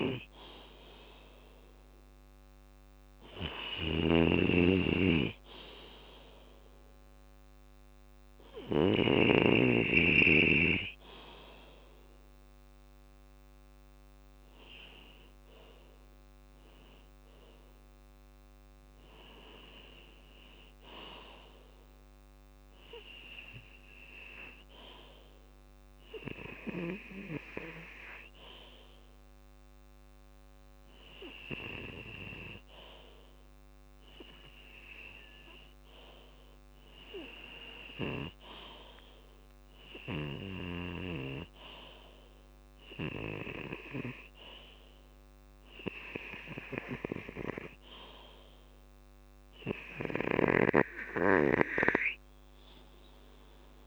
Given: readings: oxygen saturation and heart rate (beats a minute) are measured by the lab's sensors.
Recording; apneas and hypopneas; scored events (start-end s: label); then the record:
breathing in sleep by a microphone on the trachea; 1
0.00-2.00 s: oxygen desaturation (device-marked, oxygen 92% lowest, heart rate 61 extreme)
3.00-8.50 s: snoring (device-marked)
5.50-8.50 s: arousal
11.50-49.50 s: hypopnea (oxygen 97% before, 93% lowest, heart rate 70 before, 60 extreme, up 10 after)
15.00-26.00 s: drop in pulse transit time (device-marked, heart rate 69 before, 61 extreme)
46.00-53.87 s: oxygen desaturation (device-marked, oxygen 97% before, 93% lowest, heart rate 62 before, 63 extreme)
49.50-53.87 s: snoring (device-marked)
51.50-53.87 s: arousal
From the record:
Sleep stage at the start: N2 (light sleep); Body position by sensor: on the left side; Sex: male